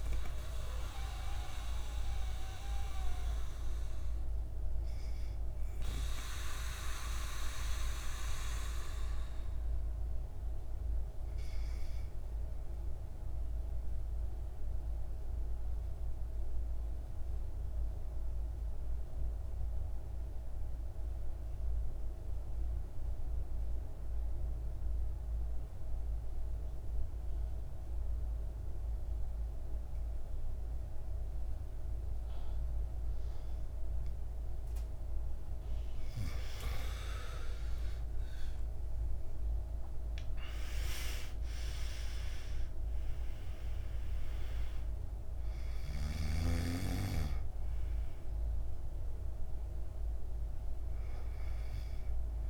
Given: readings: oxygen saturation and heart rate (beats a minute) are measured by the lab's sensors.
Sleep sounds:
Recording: breathing in sleep by a room microphone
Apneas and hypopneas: 1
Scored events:
0.00-22.50 s: oxygen desaturation (device-marked, oxygen 85% lowest, heart rate 54 extreme)
6.50-35.50 s: mixed apnea (oxygen 99% before, 80% lowest, heart rate 60 before, 53 extreme, up 15 after)
31.50-52.50 s: oxygen desaturation (device-marked, oxygen 99% before, 80% lowest, heart rate 56 before, 53 extreme)
37.00-42.50 s: arousal
From the record:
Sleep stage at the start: N2 (light sleep)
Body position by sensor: on the back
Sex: male

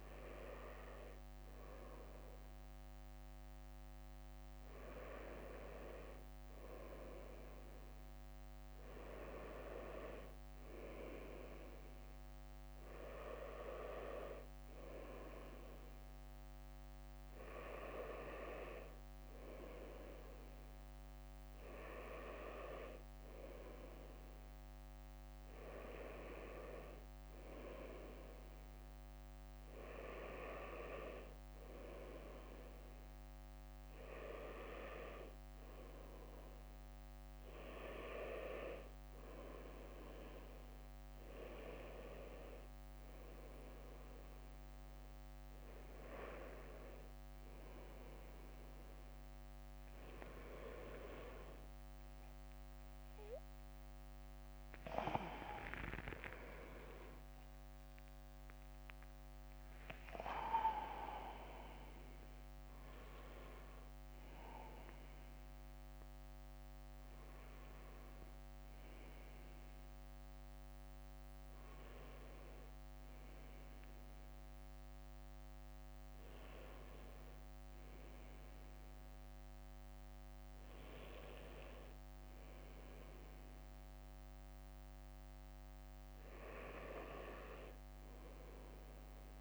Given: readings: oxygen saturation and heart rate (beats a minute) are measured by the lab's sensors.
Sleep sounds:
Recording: breathing in sleep by a microphone on the trachea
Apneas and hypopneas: none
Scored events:
49.00-50.50 s: leg movement (device-marked)
51.00-52.00 s: leg movement (device-marked)
51.00-56.00 s: arousal
51.00-65.00 s: drop in pulse transit time (device-marked, heart rate 63 before, 62 extreme)
54.00-89.41 s: new sleep stage, N1 (lightest sleep)
56.00-60.50 s: leg movement (device-marked)
58.00-60.00 s: long interval between heartbeats (device-marked, heart rate 63 before, 71 extreme)
62.50-64.50 s: leg movement (device-marked)
84.00-88.00 s: bradycardia (device-marked, heart rate 63 before, 59 extreme)
84.50-85.50 s: leg movement (device-marked)
From the record:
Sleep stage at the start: N2 (light sleep)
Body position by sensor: on the right side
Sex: male

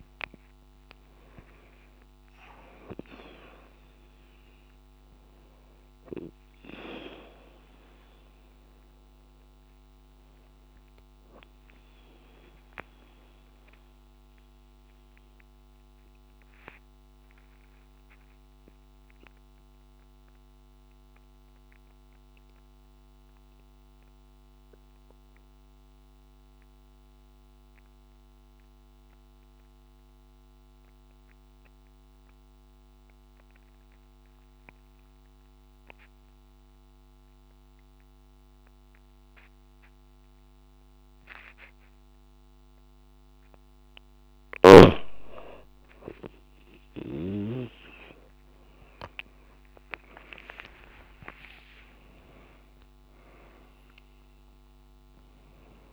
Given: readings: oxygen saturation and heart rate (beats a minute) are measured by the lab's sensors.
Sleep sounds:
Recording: breathing in sleep by a microphone on the trachea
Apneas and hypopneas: 1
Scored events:
0.00-15.50 s: oxygen desaturation (device-marked, oxygen 91% lowest)
14.50-43.50 s: mixed apnea (oxygen 96% before, 91% lowest)
44.50-55.93 s: oxygen desaturation (device-marked, oxygen 98% before, 91% lowest)
46.50-51.00 s: arousal
50.50-52.50 s: long interval between heartbeats (device-marked)
From the record:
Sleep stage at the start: N2 (light sleep)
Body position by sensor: on the back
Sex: female

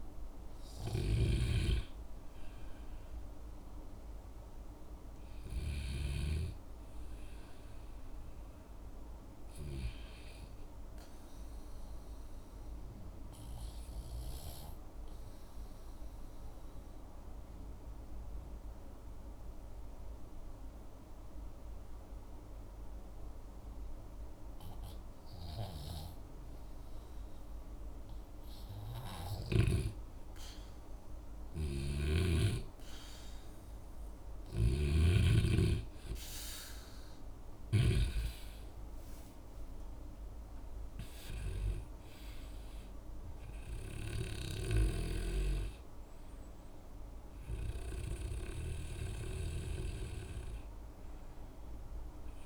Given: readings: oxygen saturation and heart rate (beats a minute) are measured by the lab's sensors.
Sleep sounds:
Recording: breathing in sleep by a room microphone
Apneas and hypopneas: 1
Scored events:
0.00-1.50 s: snoring (device-marked)
10.50-29.00 s: obstructive apnea (oxygen 99% before, 85% lowest, heart rate 67 before, 52 extreme, up 7 after)
26.00-52.46 s: oxygen desaturation (device-marked, oxygen 97% before, 85% lowest, heart rate 55 before, 56 extreme)
34.00-38.00 s: arousal
34.50-38.00 s: snoring (device-marked)
From the record:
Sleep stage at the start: REM sleep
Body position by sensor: on the back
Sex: male

